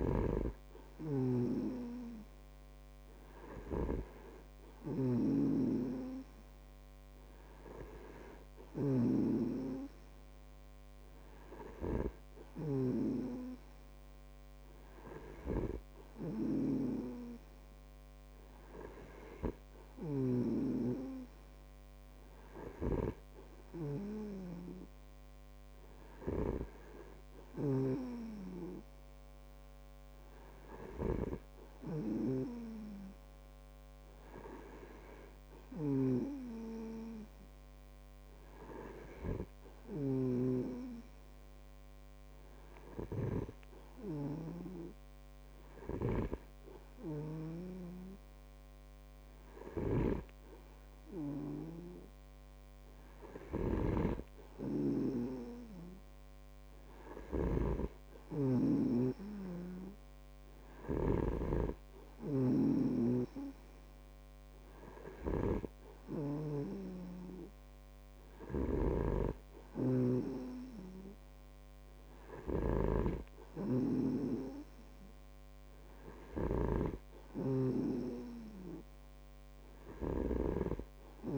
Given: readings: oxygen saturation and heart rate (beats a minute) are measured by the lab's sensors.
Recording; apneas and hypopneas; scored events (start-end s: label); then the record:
breathing in sleep by a microphone on the trachea; none
0.00-12.50 s: snoring (device-marked)
23.00-28.50 s: snoring (device-marked)
36.00-44.00 s: snoring (device-marked)
50.00-81.38 s: snoring (device-marked)
From the record:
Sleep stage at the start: N2 (light sleep); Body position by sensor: on the back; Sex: male